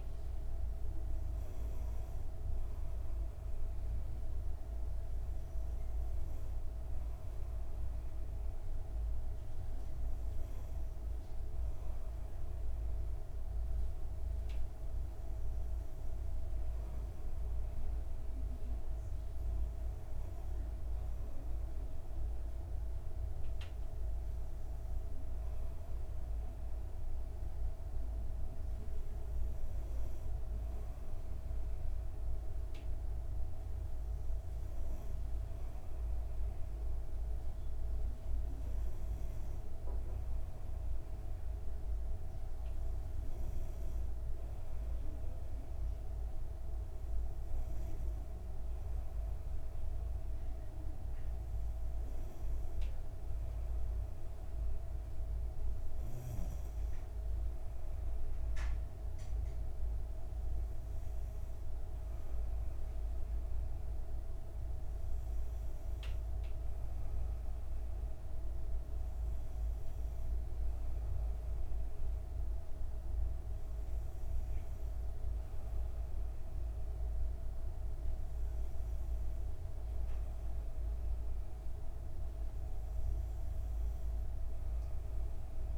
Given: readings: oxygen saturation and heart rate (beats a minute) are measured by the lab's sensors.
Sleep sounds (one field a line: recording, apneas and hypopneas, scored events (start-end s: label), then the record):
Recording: breathing in sleep, hard to hear, by a room microphone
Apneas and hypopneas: none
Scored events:
none scored
From the record:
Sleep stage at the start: N2 (light sleep)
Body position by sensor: on the back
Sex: female